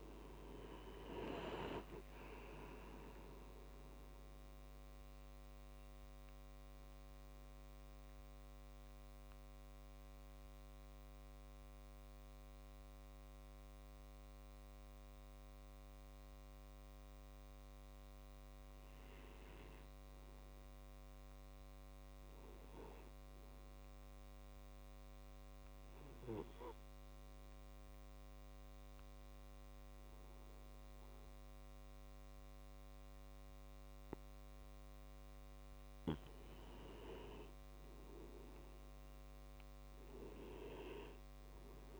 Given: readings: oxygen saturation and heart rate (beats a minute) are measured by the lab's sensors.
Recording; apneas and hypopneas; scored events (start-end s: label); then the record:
breathing in sleep by a microphone on the trachea; 2
0.00-3.00 s: arousal
6.50-24.50 s: oxygen desaturation (device-marked, oxygen 95% before, 92% lowest, heart rate 49 before, 25 extreme)
7.50-17.50 s: central apnea (oxygen 96% before, 92% lowest, heart rate 49 before, 43 extreme, up 21 after)
20.00-24.00 s: arousal
26.50-37.00 s: obstructive apnea (oxygen 97% before, 91% lowest, heart rate 50 before, 25 extreme, up 14 after)
38.50-42.00 s: arousal
From the record:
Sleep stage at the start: N2 (light sleep); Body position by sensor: on the back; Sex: male